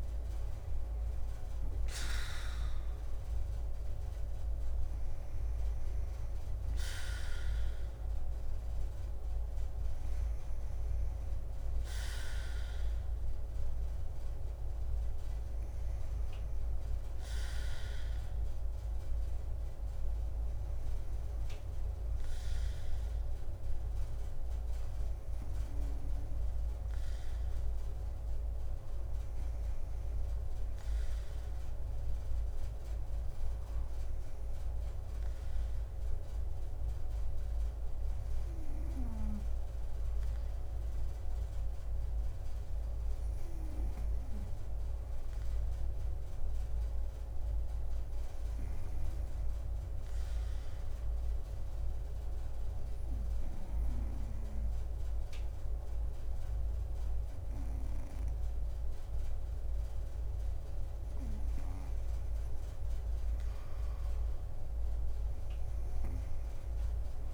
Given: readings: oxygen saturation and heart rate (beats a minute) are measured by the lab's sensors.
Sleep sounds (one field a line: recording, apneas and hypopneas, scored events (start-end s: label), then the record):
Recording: breathing in sleep, hard to hear, by a room microphone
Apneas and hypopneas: 1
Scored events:
0.00-7.50 s: drop in pulse transit time (device-marked, heart rate 55 extreme)
48.50-54.00 s: snoring (device-marked)
49.00-62.00 s: obstructive apnea (oxygen 99% before, 94% lowest, heart rate 59 before, 53 extreme, up 7 after)
49.50-67.34 s: oxygen desaturation (device-marked, oxygen 98% before, 95% lowest, heart rate 59 before, 53 extreme)
66.00-67.34 s: leg movement (device-marked)
From the record:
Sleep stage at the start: N2 (light sleep)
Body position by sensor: on the back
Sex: female